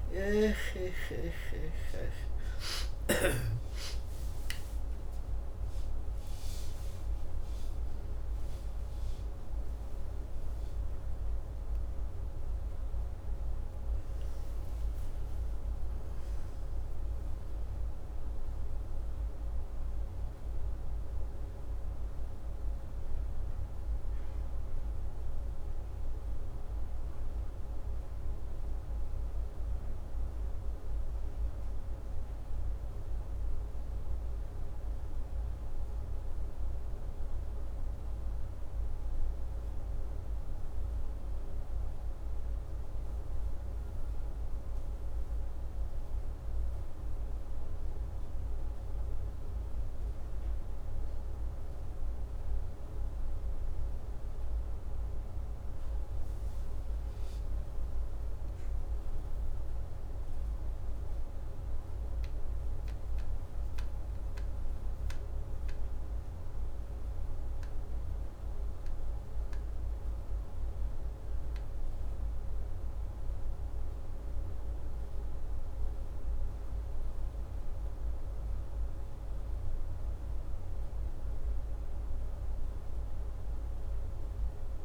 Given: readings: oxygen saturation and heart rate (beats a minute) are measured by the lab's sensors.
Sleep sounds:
a person partly awake in a sleep study, hard to hear, by a room microphone; none
24.50-54.50 s: new sleep stage, N1 (lightest sleep)
49.50-77.50 s: oxygen desaturation (device-marked, oxygen 98% before, 95% lowest, heart rate 81 before, 82 extreme)
54.50-84.85 s: new sleep stage, N2 (light sleep)
From the record:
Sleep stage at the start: awake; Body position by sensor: upright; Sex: male

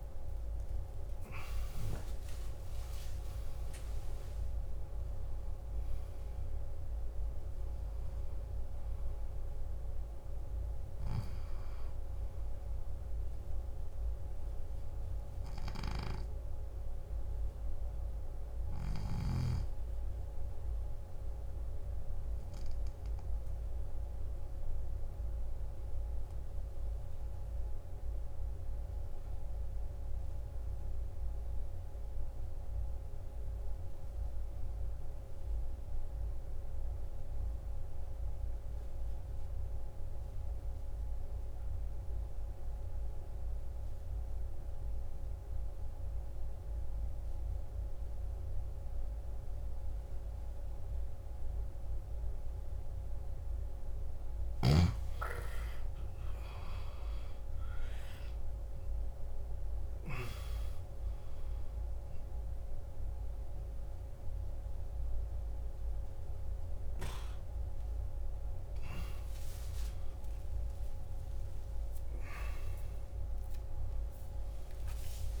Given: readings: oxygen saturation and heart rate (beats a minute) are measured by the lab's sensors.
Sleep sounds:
breathing in sleep by a room microphone; 1
0.00-4.50 s: oxygen desaturation (device-marked, oxygen 90% lowest, heart rate 52 extreme)
1.50-3.50 s: long interval between heartbeats (device-marked, heart rate 60 before, 81 extreme)
25.00-54.00 s: obstructive apnea (oxygen 96% before, 89% lowest, heart rate 62 before, 51 extreme, up 18 after)
41.50-75.40 s: oxygen desaturation (device-marked, oxygen 98% before, 89% lowest, heart rate 54 before, 50 extreme)
55.00-59.50 s: arousal
From the record:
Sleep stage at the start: N2 (light sleep); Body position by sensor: on the left side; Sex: male

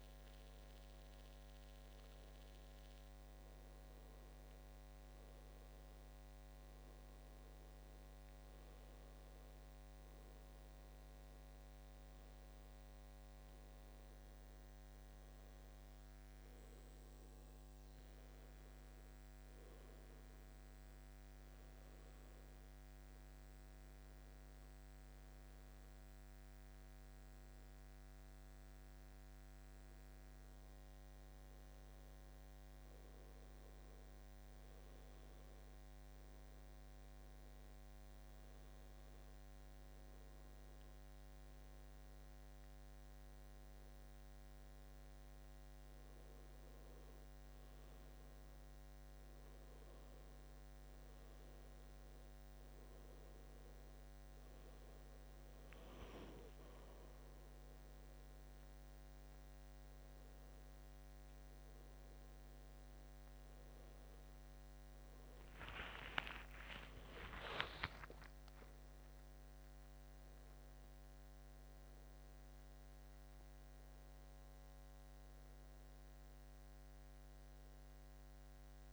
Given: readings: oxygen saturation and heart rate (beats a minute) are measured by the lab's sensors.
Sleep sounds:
breathing in sleep, hard to hear, by a microphone on the trachea; none
63.50-67.50 s: arousal
From the record:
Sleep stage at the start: N2 (light sleep); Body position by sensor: on the back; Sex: male

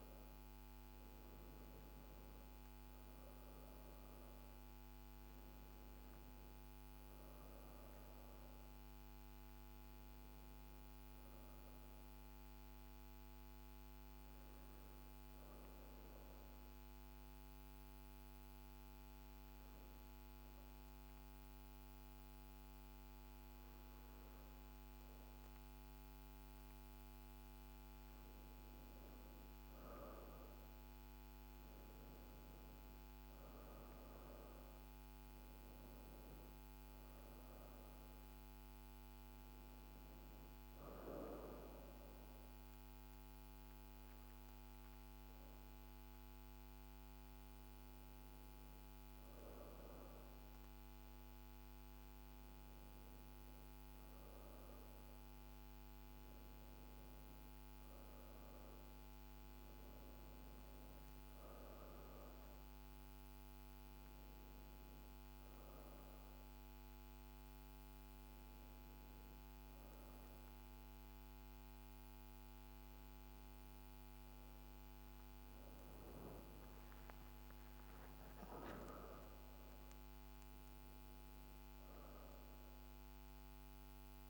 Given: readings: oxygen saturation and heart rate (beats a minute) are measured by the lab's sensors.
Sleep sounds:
breathing in sleep, hard to hear, by a microphone on the trachea; 2
0.00-1.50 s: arousal
1.00-19.00 s: oxygen desaturation (device-marked, oxygen 94% before, 89% lowest, heart rate 55 before, 54 extreme)
13.00-27.50 s: obstructive apnea (oxygen 95% before, 87% lowest, heart rate 57 before, 53 extreme, up 4 after)
30.00-34.50 s: arousal
32.00-50.00 s: oxygen desaturation (device-marked, oxygen 96% before, 87% lowest, heart rate 55 before, 52 extreme)
40.00-52.50 s: hypopnea (oxygen 96% before, 87% lowest, heart rate 56 before, 52 extreme, up 3 after)
54.50-60.50 s: arousal
58.00-62.00 s: oxygen desaturation (device-marked, oxygen 96% before, 93% lowest, heart rate 54 before, 52 extreme)
From the record:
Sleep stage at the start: N2 (light sleep); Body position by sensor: on the back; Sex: female

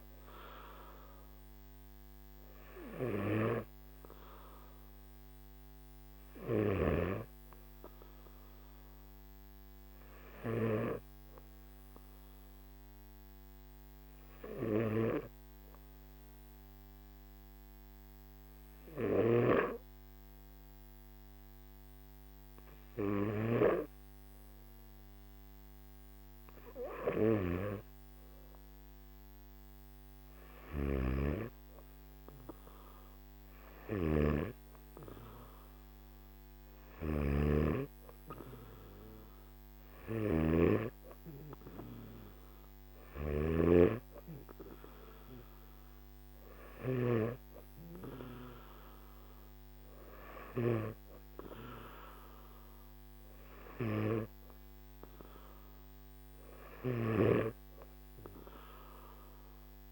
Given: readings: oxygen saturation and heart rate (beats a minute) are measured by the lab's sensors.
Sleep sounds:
breathing in sleep by a microphone on the trachea; 1
0.00-3.50 s: oxygen desaturation (device-marked, oxygen 92% lowest, heart rate 51 extreme)
10.00-26.00 s: hypopnea (oxygen 97% before, 95% lowest, heart rate 56 before, 51 extreme, up 4 after)
36.50-47.00 s: snoring (device-marked)
44.50-59.92 s: new sleep stage, N1 (lightest sleep)
From the record:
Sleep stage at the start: N3 (deep sleep); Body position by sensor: on the back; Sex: male

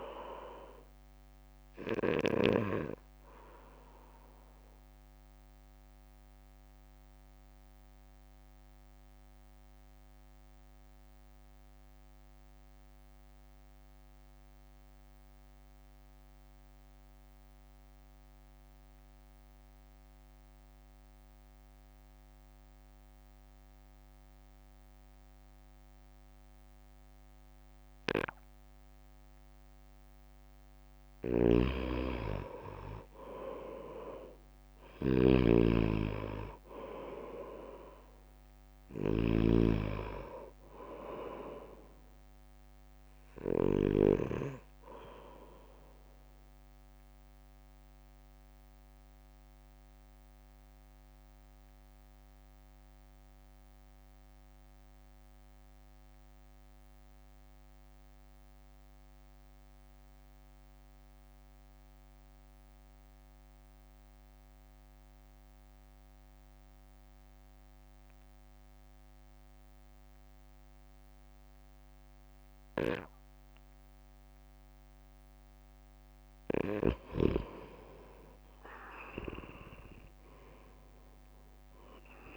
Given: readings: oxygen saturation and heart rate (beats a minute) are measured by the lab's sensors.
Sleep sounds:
breathing in sleep by a microphone on the trachea; 2
0.00-2.50 s: snoring (device-marked)
0.00-8.50 s: drop in pulse transit time (device-marked, heart rate 47 extreme)
0.00-8.50 s: oxygen desaturation (device-marked, oxygen 92% lowest, heart rate 47 extreme)
4.00-31.50 s: mixed apnea (oxygen 98% before, 89% lowest, heart rate 60 before, 49 extreme, up 4 after)
16.50-26.50 s: oxygen desaturation (device-marked, oxygen 93% before, 89% lowest, heart rate 54 before, 49 extreme)
31.00-44.50 s: snoring (device-marked)
31.50-45.50 s: oxygen desaturation (device-marked, oxygen 97% before, 92% lowest, heart rate 58 before, 49 extreme)
33.50-47.50 s: drop in pulse transit time (device-marked, heart rate 59 before, 49 extreme)
34.50-38.00 s: arousal
46.00-76.50 s: mixed apnea (oxygen 97% before, 90% lowest, heart rate 57 before, 48 extreme, up 2 after)
75.50-82.37 s: oxygen desaturation (device-marked, oxygen 98% before, 93% lowest, heart rate 59 before, 48 extreme)
77.50-82.37 s: drop in pulse transit time (device-marked, heart rate 59 before, 48 extreme)
79.50-82.37 s: arousal
From the record:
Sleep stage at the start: N2 (light sleep); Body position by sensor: on the right side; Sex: male

